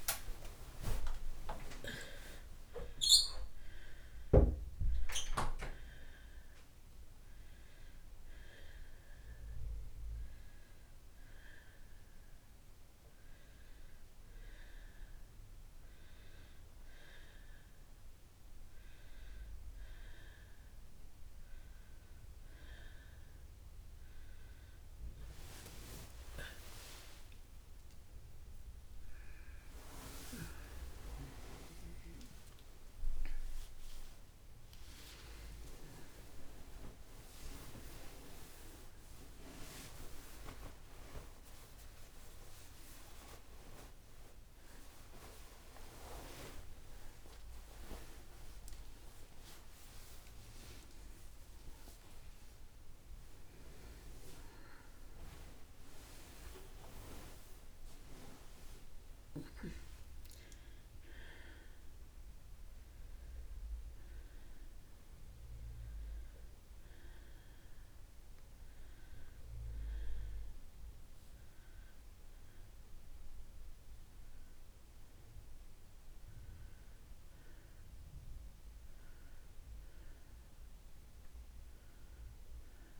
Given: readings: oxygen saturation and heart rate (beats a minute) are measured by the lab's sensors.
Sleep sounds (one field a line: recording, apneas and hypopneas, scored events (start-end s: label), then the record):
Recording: a person partly awake in a sleep study, by a room microphone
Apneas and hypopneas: 1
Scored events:
2.50-62.50 s: new sleep stage, N1 (lightest sleep)
5.00-28.50 s: obstructive apnea (oxygen 95% before, 92% lowest)
31.00-35.00 s: arousal
62.50-83.00 s: new sleep stage, N2 (light sleep)
From the record:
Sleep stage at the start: awake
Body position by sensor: on the back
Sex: female